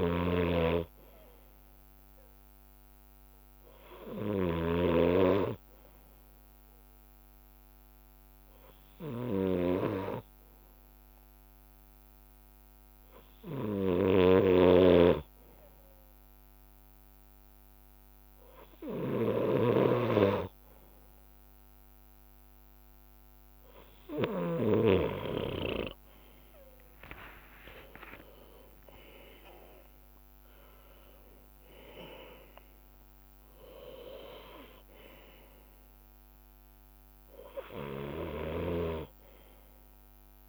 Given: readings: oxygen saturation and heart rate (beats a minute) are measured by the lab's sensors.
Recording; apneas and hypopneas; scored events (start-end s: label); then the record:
breathing in sleep by a microphone on the trachea; 1
0.00-4.50 s: snoring (device-marked)
0.00-26.50 s: bradycardia (device-marked, heart rate 44 extreme)
4.50-6.50 s: long interval between heartbeats (device-marked, heart rate 52 before, 55 extreme)
6.00-16.50 s: hypopnea (oxygen 98% before, 95% lowest, heart rate 53 before, 45 extreme, up 11 after)
10.50-32.50 s: drop in pulse transit time (device-marked, heart rate 53 before, 45 extreme)
12.50-21.50 s: leg movement (device-marked)
14.00-20.00 s: snoring (device-marked)
25.00-30.00 s: arousal
25.50-32.00 s: leg movement (device-marked)
33.00-34.50 s: leg movement (device-marked)
36.50-40.49 s: bradycardia (device-marked, heart rate 58 before, 45 extreme)
37.00-40.49 s: leg movement (device-marked)
From the record:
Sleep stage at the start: N2 (light sleep); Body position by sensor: on the left side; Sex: male